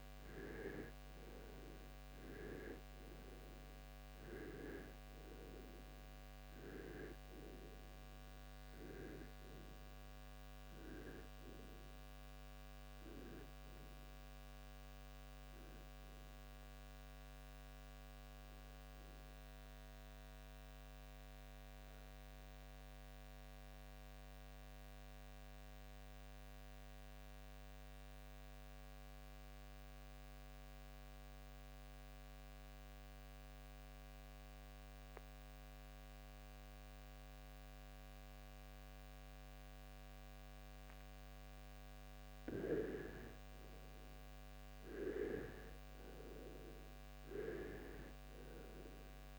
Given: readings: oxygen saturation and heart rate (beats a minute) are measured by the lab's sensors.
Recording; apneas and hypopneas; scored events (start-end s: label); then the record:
breathing in sleep by a microphone on the trachea; 1
2.00-13.00 s: oxygen desaturation (device-marked, oxygen 97% before, 94% lowest, heart rate 57 before, 55 extreme)
16.00-20.50 s: arousal
21.00-40.00 s: oxygen desaturation (device-marked, oxygen 97% before, 83% lowest, heart rate 76 before, 49 extreme)
22.50-42.00 s: mixed apnea (oxygen 97% before, 83% lowest, heart rate 76 before, 49 extreme, up 21 after)
43.50-47.50 s: arousal
From the record:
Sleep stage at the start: REM sleep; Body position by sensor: on the right side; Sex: male